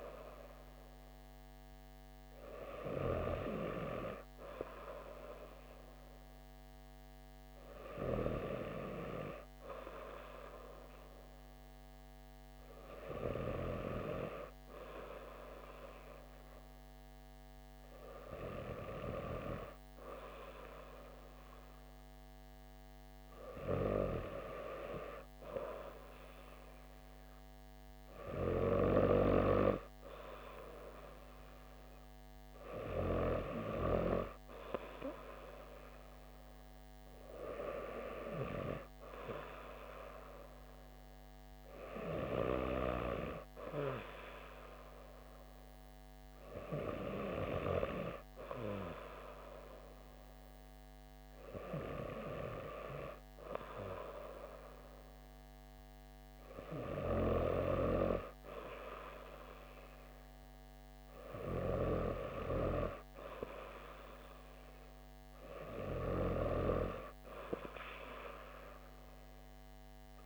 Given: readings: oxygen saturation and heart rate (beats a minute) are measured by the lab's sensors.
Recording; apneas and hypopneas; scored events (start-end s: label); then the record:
breathing in sleep by a microphone on the trachea; none
none scored
From the record:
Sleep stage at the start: N2 (light sleep); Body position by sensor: on the back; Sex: female